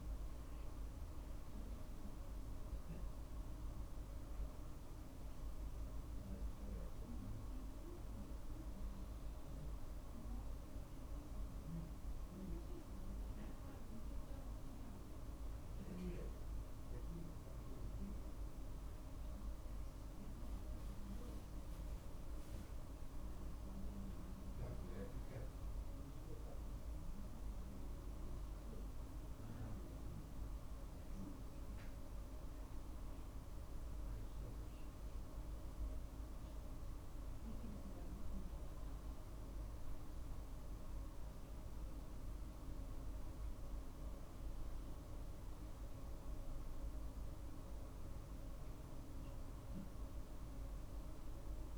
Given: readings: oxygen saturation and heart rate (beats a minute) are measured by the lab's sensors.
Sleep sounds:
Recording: breathing in sleep, hard to hear, by a room microphone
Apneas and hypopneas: none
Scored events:
none scored
From the record:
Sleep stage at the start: N2 (light sleep)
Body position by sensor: on the right side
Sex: male

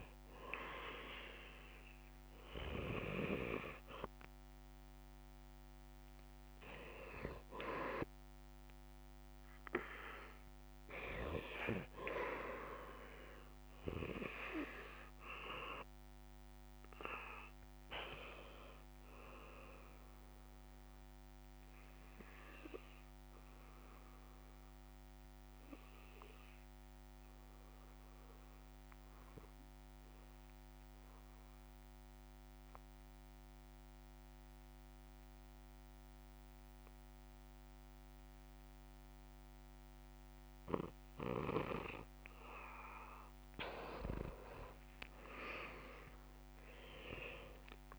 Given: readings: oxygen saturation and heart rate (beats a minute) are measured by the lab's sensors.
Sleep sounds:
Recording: breathing in sleep by a microphone on the trachea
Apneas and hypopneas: 1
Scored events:
0.00-17.50 s: oxygen desaturation (device-marked, oxygen 93% lowest, heart rate 58 extreme)
22.00-25.50 s: arousal
30.00-43.50 s: obstructive apnea (oxygen 97% before, 91% lowest, heart rate 63 before, 58 extreme, up 11 after)
41.50-47.99 s: oxygen desaturation (device-marked, oxygen 97% before, 91% lowest, heart rate 64 before, 58 extreme)
45.50-47.99 s: arousal
From the record:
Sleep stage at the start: N2 (light sleep)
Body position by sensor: on the back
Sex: male

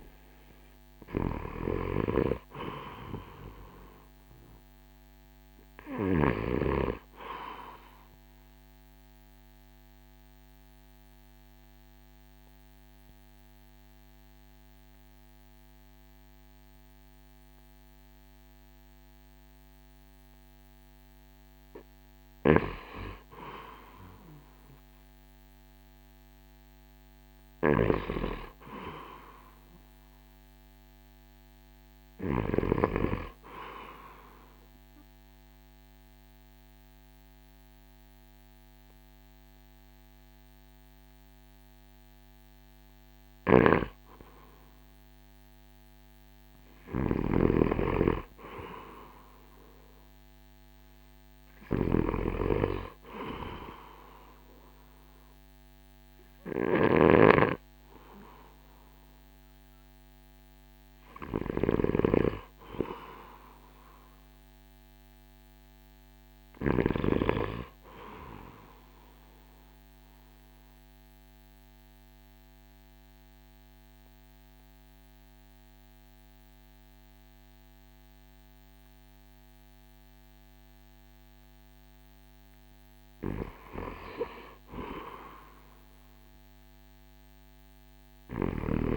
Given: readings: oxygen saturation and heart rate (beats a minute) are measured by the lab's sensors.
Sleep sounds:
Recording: breathing in sleep by a microphone on the trachea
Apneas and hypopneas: 3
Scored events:
0.00-1.50 s: arousal
7.50-21.50 s: obstructive apnea (oxygen 98% before, 90% lowest, heart rate 59 before, 55 extreme, up 3 after)
18.00-29.00 s: oxygen desaturation (device-marked, oxygen 94% before, 90% lowest, heart rate 58 before, 56 extreme)
24.00-28.00 s: arousal
34.00-45.50 s: obstructive apnea (oxygen 97% before, 91% lowest, heart rate 57 before, 56 extreme, up 3 after)
42.00-56.00 s: oxygen desaturation (device-marked, oxygen 97% before, 92% lowest, heart rate 58 before, 56 extreme)
43.00-62.00 s: snoring (device-marked)
46.50-50.50 s: arousal
66.00-74.00 s: oxygen desaturation (device-marked, oxygen 96% before, 91% lowest, heart rate 59 before, 54 extreme)
68.50-83.00 s: obstructive apnea (oxygen 96% before, 91% lowest, heart rate 59 before, 54 extreme, up 3 after)
84.50-88.00 s: arousal
From the record:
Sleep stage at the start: N2 (light sleep)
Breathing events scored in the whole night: 538 in 7.3 hours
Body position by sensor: on the right side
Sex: male

